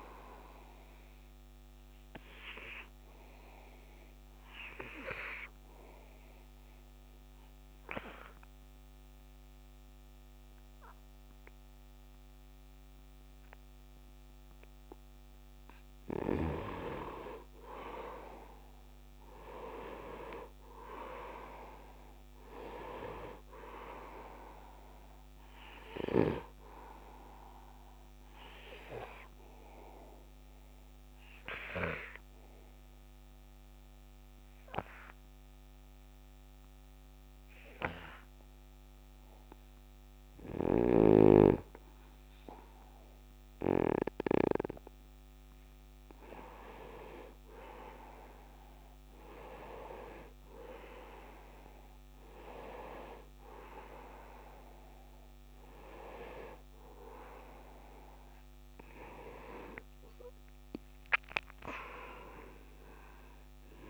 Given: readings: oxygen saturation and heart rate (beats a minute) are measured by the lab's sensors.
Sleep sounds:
breathing in sleep by a microphone on the trachea; 2
0.00-3.00 s: oxygen desaturation (device-marked, oxygen 91% lowest, heart rate 76 extreme)
6.50-18.00 s: obstructive apnea (oxygen 99% before, 86% lowest, heart rate 78 before, 74 extreme, up 8 after)
19.00-22.00 s: arousal
20.00-38.00 s: oxygen desaturation (device-marked, oxygen 96% before, 86% lowest, heart rate 78 before, 74 extreme)
28.00-43.00 s: obstructive apnea (oxygen 97% before, 86% lowest, heart rate 80 before, 74 extreme, up 7 after)
40.50-44.00 s: snoring (device-marked)
47.00-50.50 s: arousal
53.00-63.90 s: oxygen desaturation (device-marked, oxygen 98% before, 89% lowest, heart rate 78 before, 74 extreme)
From the record:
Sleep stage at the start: N2 (light sleep); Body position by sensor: on the right side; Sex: male

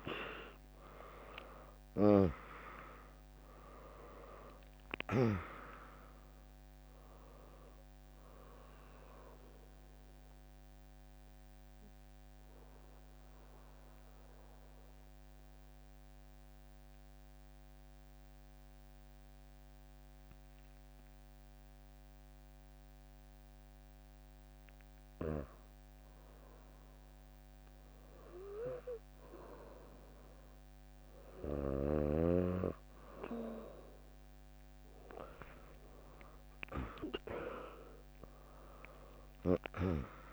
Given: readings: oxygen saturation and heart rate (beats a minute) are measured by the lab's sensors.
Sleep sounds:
breathing in sleep by a microphone on the trachea; 1
0.00-4.00 s: arousal
1.00-13.00 s: drop in pulse transit time (device-marked, heart rate 66 before, 61 extreme)
9.50-24.50 s: mixed apnea (oxygen 100% before, 96% lowest, heart rate 65 before, 59 extreme, up 3 after)
35.00-39.50 s: arousal
39.00-40.33 s: drop in pulse transit time (device-marked, heart rate 63 before, 71 extreme)
From the record:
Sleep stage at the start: N2 (light sleep); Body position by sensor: on the back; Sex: female

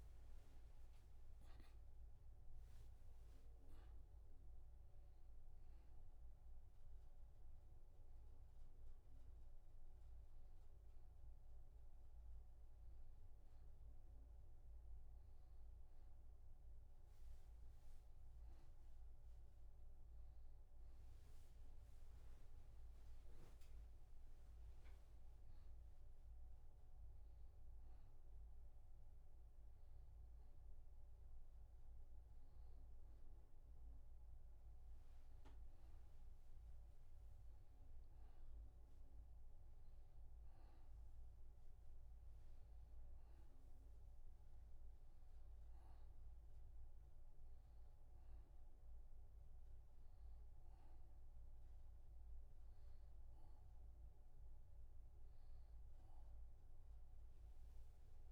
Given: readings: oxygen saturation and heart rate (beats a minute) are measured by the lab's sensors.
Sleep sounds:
a person awake in a sleep study, hard to hear, by a room microphone; none
none scored
From the record:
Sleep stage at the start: awake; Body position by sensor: on the back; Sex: male

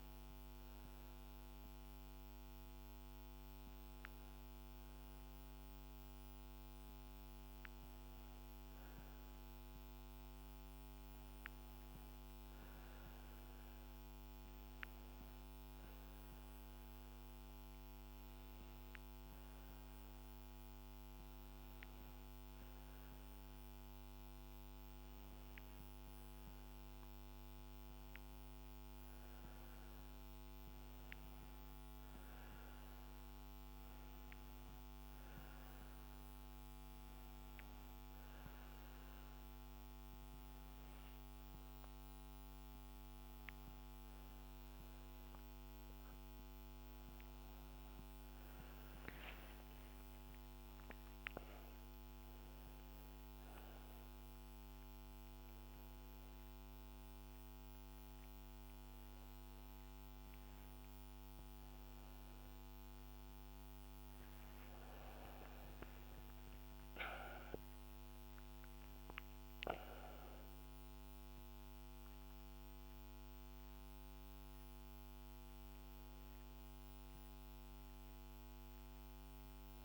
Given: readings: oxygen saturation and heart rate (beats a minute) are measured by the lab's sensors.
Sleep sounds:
breathing in sleep, hard to hear, by a microphone on the trachea; 1
38.00-51.50 s: hypopnea (oxygen 98% before, 94% lowest, heart rate 71 before, 71 extreme, up 7 after)
53.00-56.50 s: arousal
65.00-69.00 s: arousal
From the record:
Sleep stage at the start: N1 (lightest sleep); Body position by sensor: on the back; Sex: female

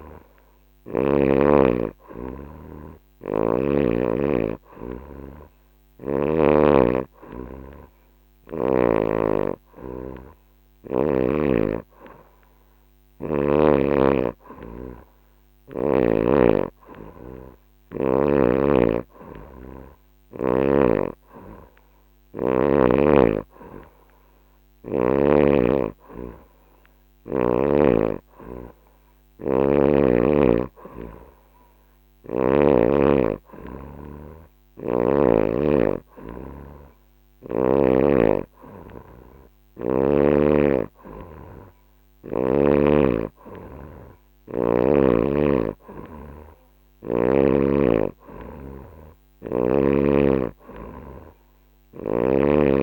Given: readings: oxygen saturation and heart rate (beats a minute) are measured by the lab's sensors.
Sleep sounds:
breathing in sleep by a microphone on the trachea; none
9.00-13.00 s: snoring (device-marked)
From the record:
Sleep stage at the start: N3 (deep sleep); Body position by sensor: on the back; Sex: female

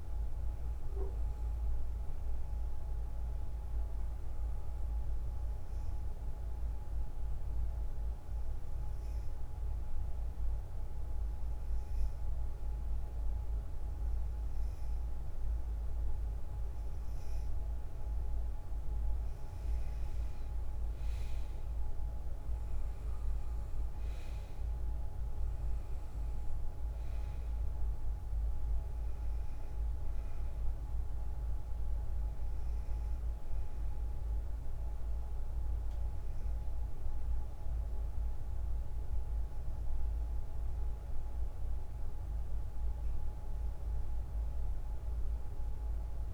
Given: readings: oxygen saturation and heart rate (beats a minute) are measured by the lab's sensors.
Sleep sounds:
breathing in sleep, hard to hear, by a room microphone; 1
3.50-16.00 s: hypopnea (oxygen 98% before, 93% lowest, heart rate 58 before, 55 extreme, up 5 after)
19.00-23.00 s: arousal
From the record:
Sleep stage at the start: N2 (light sleep); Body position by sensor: on the back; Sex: female

